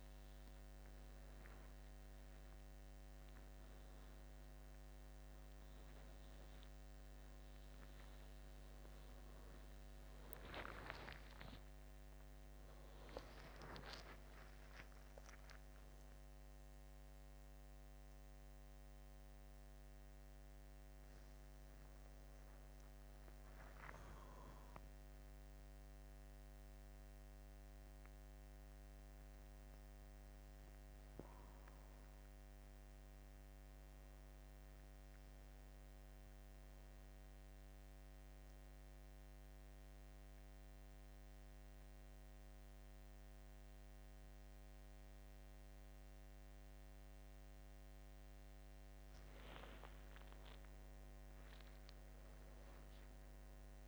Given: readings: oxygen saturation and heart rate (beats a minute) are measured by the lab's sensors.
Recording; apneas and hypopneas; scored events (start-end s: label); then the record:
a person awake in a sleep study, by a microphone on the trachea; none
0.00-1.00 s: bradycardia (device-marked, heart rate 38 extreme)
1.00-53.88 s: new sleep stage, awake
From the record:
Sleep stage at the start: N1 (lightest sleep); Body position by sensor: on the back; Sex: male